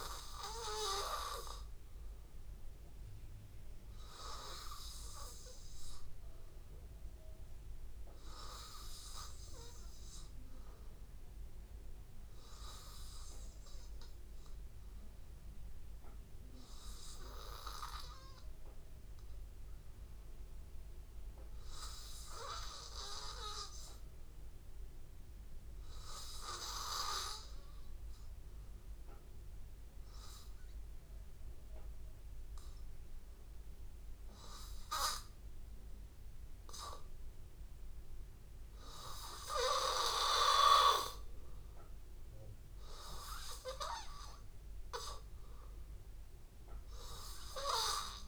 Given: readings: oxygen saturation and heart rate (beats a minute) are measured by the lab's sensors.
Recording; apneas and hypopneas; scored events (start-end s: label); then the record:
breathing in sleep by a room microphone; none
0.00-2.00 s: oxygen desaturation (device-marked, oxygen 91% lowest, heart rate 78 extreme)
30.00-34.00 s: arousal
From the record:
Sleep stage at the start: N2 (light sleep); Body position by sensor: on the back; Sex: male